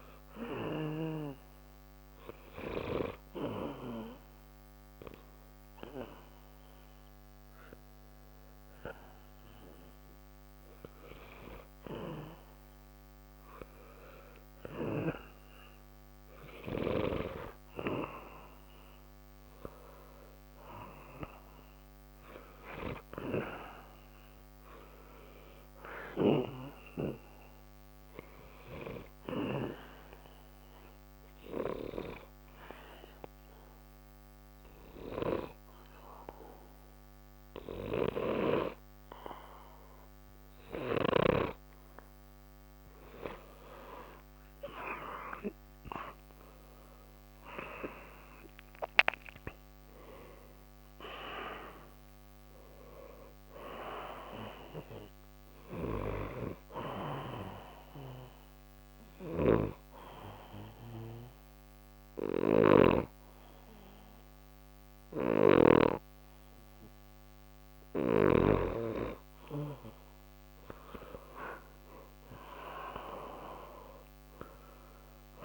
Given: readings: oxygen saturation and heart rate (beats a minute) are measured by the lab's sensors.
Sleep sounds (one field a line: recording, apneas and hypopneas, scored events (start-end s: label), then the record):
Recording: breathing in sleep by a microphone on the trachea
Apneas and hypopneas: 3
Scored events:
4.50-17.00 s: hypopnea (oxygen 93% before, 87% lowest, heart rate 63 before, 63 extreme, up 3 after)
19.00-22.50 s: arousal
31.00-44.00 s: obstructive apnea (oxygen 93% before, 87% lowest, heart rate 65 before, 62 extreme, up 5 after)
45.50-49.00 s: arousal
50.50-57.50 s: oxygen desaturation (device-marked, oxygen 94% before, 89% lowest, heart rate 65 before, 62 extreme)
58.00-70.00 s: obstructive apnea (oxygen 94% before, 87% lowest, heart rate 66 before, 61 extreme, up 2 after)
59.50-70.50 s: oxygen desaturation (device-marked, oxygen 91% before, 87% lowest, heart rate 66 before, 61 extreme)
62.50-66.00 s: snoring (device-marked)
72.50-75.45 s: arousal
From the record:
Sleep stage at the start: N2 (light sleep)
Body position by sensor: on the back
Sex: male